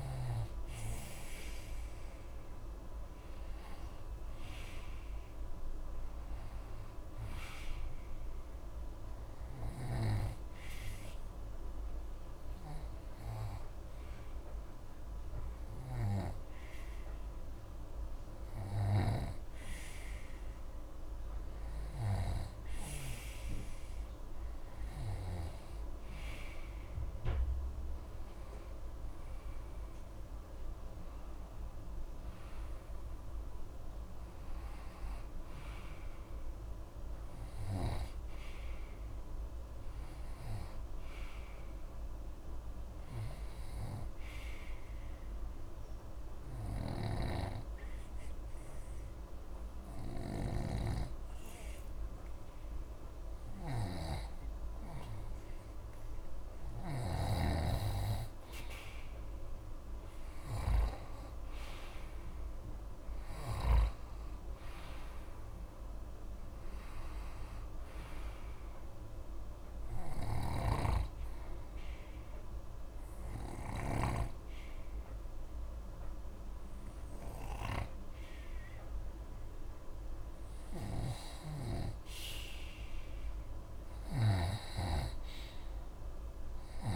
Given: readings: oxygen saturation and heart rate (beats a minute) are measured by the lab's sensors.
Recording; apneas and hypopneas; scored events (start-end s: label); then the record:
breathing in sleep by a room microphone; 3
10.00-19.50 s: snoring (device-marked)
10.00-22.50 s: hypopnea (oxygen 94% before, 90% lowest, heart rate 31 before, 57 extreme, up 20 after)
27.00-31.50 s: arousal
30.50-48.50 s: oxygen desaturation (device-marked, oxygen 93% before, 90% lowest, heart rate 70 before, 66 extreme)
42.00-53.00 s: obstructive apnea (oxygen 94% before, 90% lowest, heart rate 67 before, 67 extreme, up 10 after)
47.00-57.50 s: snoring (device-marked)
54.50-57.50 s: arousal
59.50-83.50 s: oxygen desaturation (device-marked, oxygen 94% before, 90% lowest, heart rate 70 before, 55 extreme)
70.50-74.50 s: snoring (device-marked)
72.00-82.50 s: obstructive apnea (oxygen 94% before, 87% lowest, heart rate 72 before, 66 extreme, up 11 after)
81.00-86.96 s: snoring (device-marked)
84.00-86.96 s: arousal
From the record:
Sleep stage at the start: N2 (light sleep); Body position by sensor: on the back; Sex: male